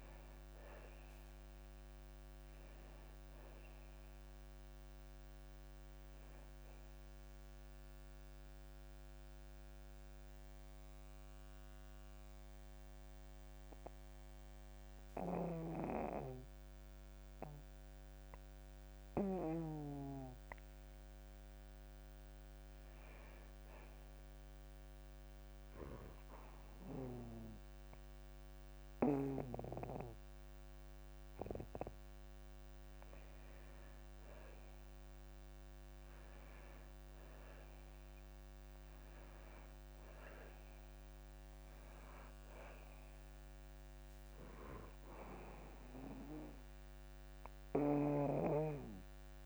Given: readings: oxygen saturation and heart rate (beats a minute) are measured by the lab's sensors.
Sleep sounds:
breathing in sleep by a microphone on the trachea; 1
0.00-23.50 s: oxygen desaturation (device-marked, oxygen 89% lowest, heart rate 55 extreme)
9.00-21.50 s: obstructive apnea (oxygen 96% before, 89% lowest, heart rate 64 before, 55 extreme, up 3 after)
34.00-38.50 s: arousal
39.50-49.46 s: oxygen desaturation (device-marked, oxygen 97% before, 91% lowest, heart rate 57 before, 54 extreme)
From the record:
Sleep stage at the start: N2 (light sleep); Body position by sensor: on the back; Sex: male

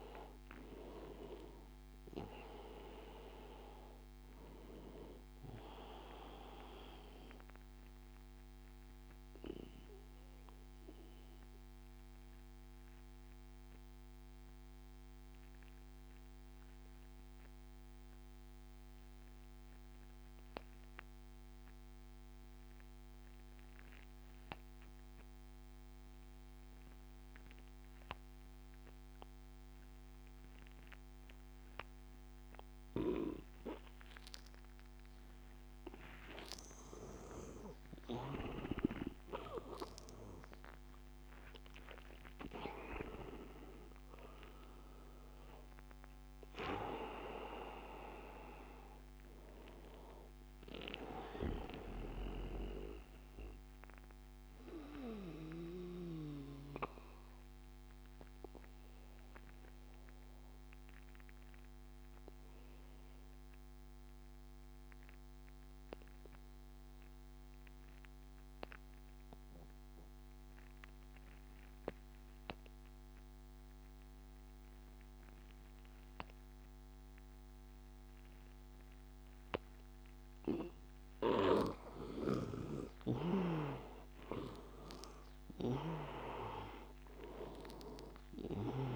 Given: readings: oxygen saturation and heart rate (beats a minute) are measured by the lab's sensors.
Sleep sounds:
breathing in sleep by a microphone on the trachea; 2
0.00-18.50 s: oxygen desaturation (device-marked, oxygen 87% lowest, heart rate 78 extreme)
7.00-36.50 s: obstructive apnea (oxygen 99% before, 85% lowest, heart rate 89 before, 78 extreme, up 9 after)
31.50-63.50 s: oxygen desaturation (device-marked, oxygen 100% before, 85% lowest, heart rate 82 before, 83 extreme)
37.00-42.00 s: arousal
52.50-80.50 s: obstructive apnea (oxygen 99% before, 83% lowest, heart rate 88 before, 83 extreme, up 7 after)
77.50-88.96 s: oxygen desaturation (device-marked, oxygen 100% before, 86% lowest, heart rate 86 before, 81 extreme)
82.00-88.96 s: snoring (device-marked)
84.00-87.50 s: arousal
From the record:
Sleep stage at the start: N2 (light sleep); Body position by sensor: on the back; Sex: male

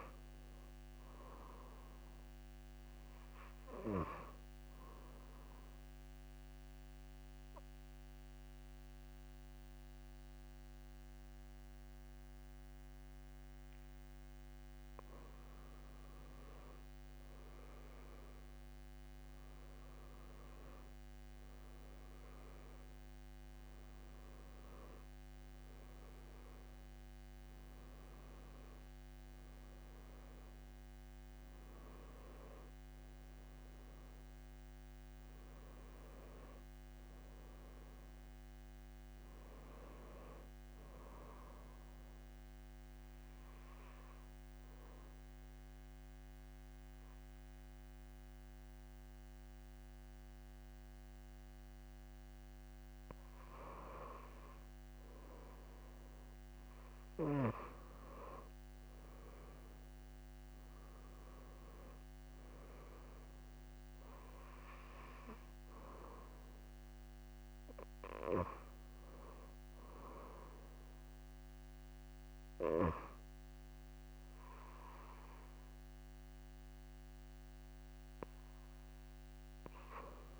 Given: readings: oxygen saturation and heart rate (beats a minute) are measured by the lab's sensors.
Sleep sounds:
breathing in sleep by a microphone on the trachea; 2
4.50-15.00 s: obstructive apnea (oxygen 97% before, 92% lowest)
15.50-19.00 s: arousal
23.50-41.50 s: oxygen desaturation (device-marked, oxygen 96% before, 92% lowest)
41.50-53.50 s: obstructive apnea (oxygen 96% before, 89% lowest)
55.50-59.00 s: arousal
From the record:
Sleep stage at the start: N2 (light sleep); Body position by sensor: on the back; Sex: female

